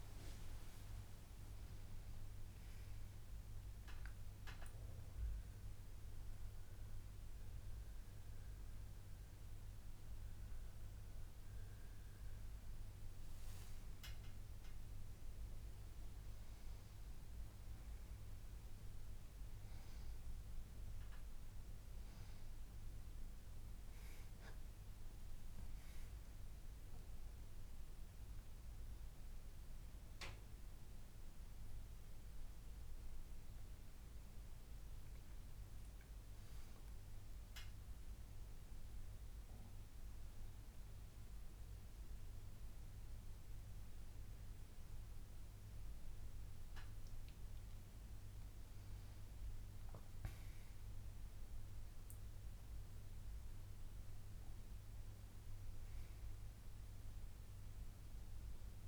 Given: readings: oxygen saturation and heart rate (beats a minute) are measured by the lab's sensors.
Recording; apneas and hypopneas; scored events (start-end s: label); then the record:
a person awake in a sleep study, hard to hear, by a room microphone; none
53.00-55.00 s: long interval between heartbeats (device-marked, heart rate 140 before, 118 extreme)
From the record:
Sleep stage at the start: awake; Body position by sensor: on the back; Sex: male